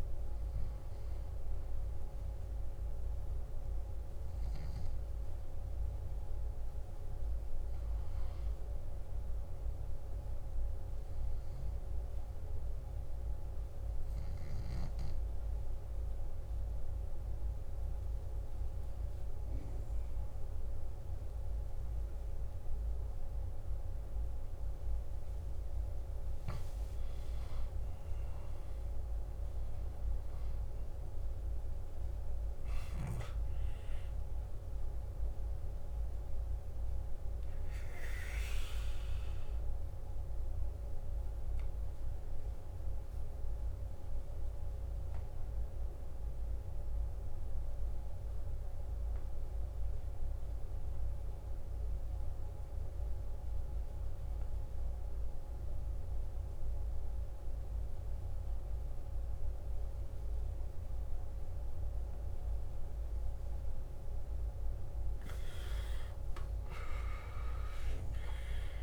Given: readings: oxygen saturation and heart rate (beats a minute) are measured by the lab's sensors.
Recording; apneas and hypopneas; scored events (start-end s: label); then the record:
breathing in sleep, hard to hear, by a room microphone; 2
0.00-7.50 s: oxygen desaturation (device-marked, oxygen 94% lowest, heart rate 57 extreme)
17.00-27.00 s: obstructive apnea (oxygen 97% before, 92% lowest, heart rate 62 before, 55 extreme, up 7 after)
28.00-33.00 s: arousal
35.50-50.50 s: oxygen desaturation (device-marked, oxygen 97% before, 92% lowest, heart rate 60 before, 52 extreme)
38.00-64.00 s: obstructive apnea (oxygen 97% before, 91% lowest, heart rate 60 before, 52 extreme, up 13 after)
64.50-68.83 s: oxygen desaturation (device-marked, oxygen 97% before, 91% lowest, heart rate 54 before, 56 extreme)
65.50-68.83 s: arousal
From the record:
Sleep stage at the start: N1 (lightest sleep); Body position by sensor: on the back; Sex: male